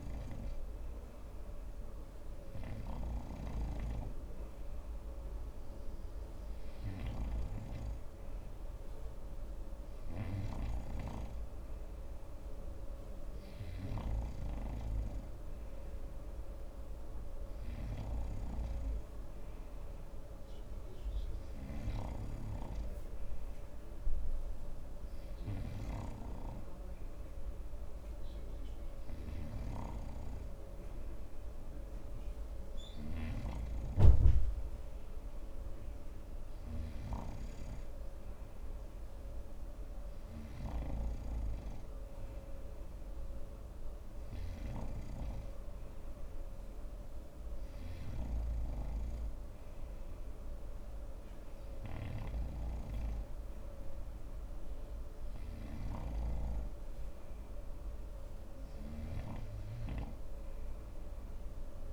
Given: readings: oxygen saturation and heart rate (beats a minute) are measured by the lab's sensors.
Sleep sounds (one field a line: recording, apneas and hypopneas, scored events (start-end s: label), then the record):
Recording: breathing in sleep by a room microphone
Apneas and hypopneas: none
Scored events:
none scored
From the record:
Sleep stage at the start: N3 (deep sleep)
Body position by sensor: on the front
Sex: male